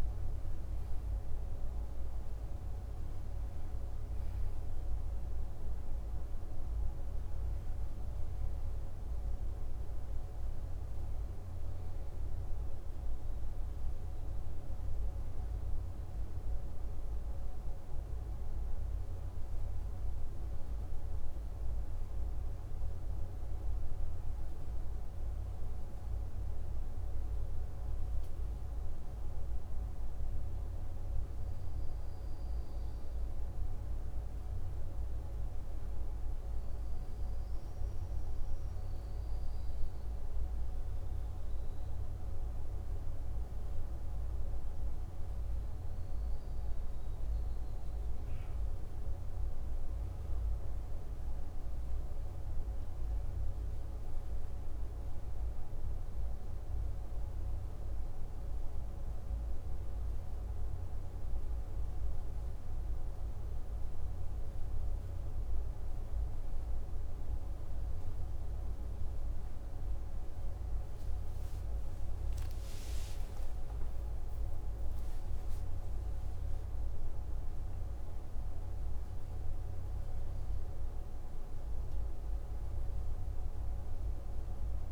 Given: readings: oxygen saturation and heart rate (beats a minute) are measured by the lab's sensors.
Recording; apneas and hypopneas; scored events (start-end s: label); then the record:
breathing in sleep, hard to hear, by a room microphone; none
0.00-5.00 s: arousal
83.00-84.92 s: new sleep stage, awake
From the record:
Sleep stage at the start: N1 (lightest sleep); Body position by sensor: on the back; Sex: male